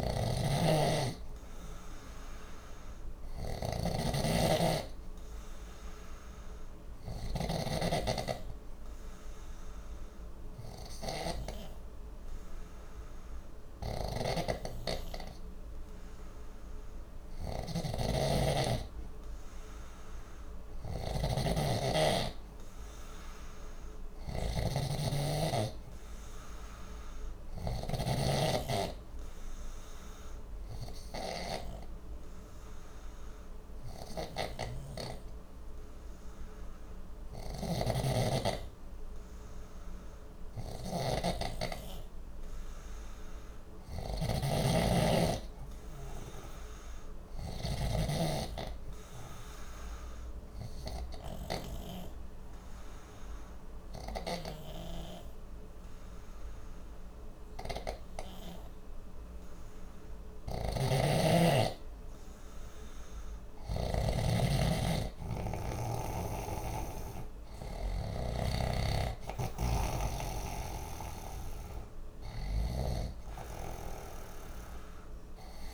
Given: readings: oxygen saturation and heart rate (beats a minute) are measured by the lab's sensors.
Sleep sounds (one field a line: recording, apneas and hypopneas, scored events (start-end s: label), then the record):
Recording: breathing in sleep by a room microphone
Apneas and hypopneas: 2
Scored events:
0.00-1.00 s: oxygen desaturation (device-marked, oxygen 92% lowest, heart rate 59 extreme)
0.00-4.00 s: arousal
0.00-7.50 s: snoring (device-marked)
8.00-18.00 s: obstructive apnea (oxygen 96% before, 92% lowest, heart rate 60 before, 60 extreme, up 0 after)
13.50-28.00 s: snoring (device-marked)
25.00-29.00 s: arousal
37.00-47.50 s: snoring (device-marked)
50.00-62.00 s: obstructive apnea (oxygen 94% before, 92% lowest, heart rate 61 before, 59 extreme, up 2 after)
60.00-68.50 s: snoring (device-marked)
64.50-69.00 s: arousal
From the record:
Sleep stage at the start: N2 (light sleep)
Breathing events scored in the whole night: 471 in 6.8 hours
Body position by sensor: on the left side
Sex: male